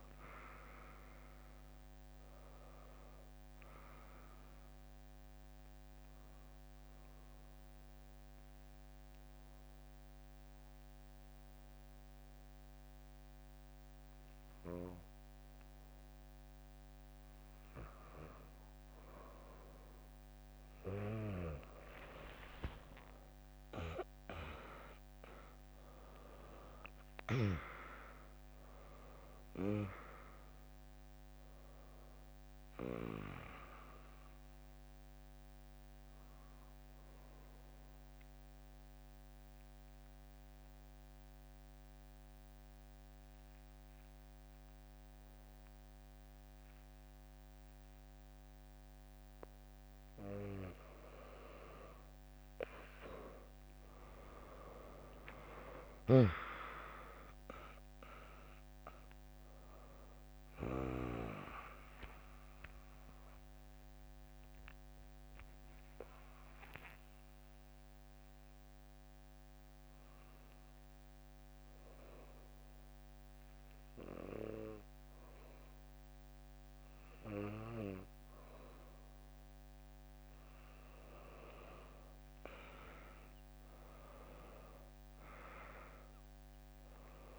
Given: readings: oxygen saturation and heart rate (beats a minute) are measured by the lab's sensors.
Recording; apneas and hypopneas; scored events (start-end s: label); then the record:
breathing in sleep by a microphone on the trachea; 3
2.50-16.50 s: drop in pulse transit time (device-marked, heart rate 71 before, 75 extreme)
6.50-17.50 s: mixed apnea (oxygen 99% before, 95% lowest, heart rate 71 before, 62 extreme)
22.00-27.00 s: arousal
37.00-50.50 s: mixed apnea (oxygen 100% before, 95% lowest, heart rate 74 before, 60 extreme, up 3 after)
52.00-56.00 s: arousal
55.50-80.50 s: oxygen desaturation (device-marked, oxygen 99% before, 95% lowest, heart rate 67 before, 60 extreme)
58.50-72.50 s: drop in pulse transit time (device-marked, heart rate 66 before, 72 extreme)
62.50-77.50 s: obstructive apnea (oxygen 99% before, 95% lowest, heart rate 69 before, 60 extreme)
81.50-85.50 s: arousal
From the record:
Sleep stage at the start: N2 (light sleep); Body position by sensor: on the back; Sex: female